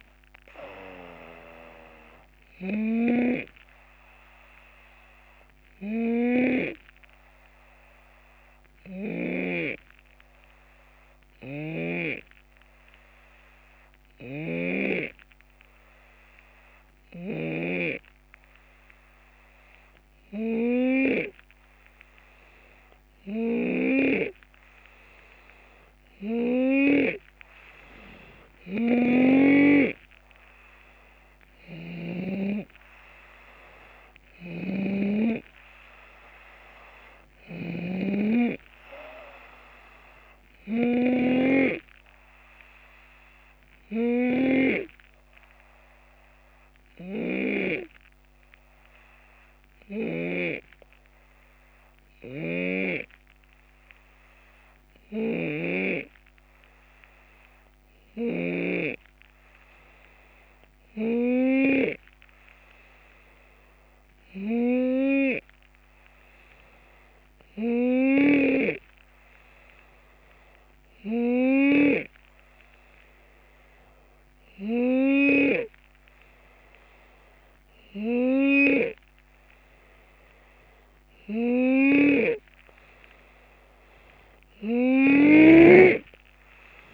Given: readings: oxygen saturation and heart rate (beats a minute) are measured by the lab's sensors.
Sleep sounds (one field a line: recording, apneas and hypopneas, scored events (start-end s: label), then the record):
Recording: breathing in sleep by a microphone on the trachea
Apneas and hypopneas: 2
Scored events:
0.00-4.00 s: drop in pulse transit time (device-marked, heart rate 72 extreme)
4.00-23.50 s: hypopnea (oxygen 92% before, 89% lowest, heart rate 75 before, 71 extreme, up 5 after)
8.50-12.00 s: snoring (device-marked)
14.00-17.50 s: snoring (device-marked)
23.50-27.00 s: snoring (device-marked)
25.00-28.00 s: arousal
34.00-58.50 s: snoring (device-marked)
45.00-81.00 s: hypopnea (oxygen 94% before, 88% lowest, heart rate 75 before, 69 extreme, up 1 after)
68.00-72.00 s: snoring (device-marked)
81.50-86.94 s: snoring (device-marked)
83.00-86.94 s: oxygen desaturation (device-marked, oxygen 91% before, 88% lowest, heart rate 74 before, 70 extreme)
From the record:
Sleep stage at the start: N2 (light sleep)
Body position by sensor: on the left side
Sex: male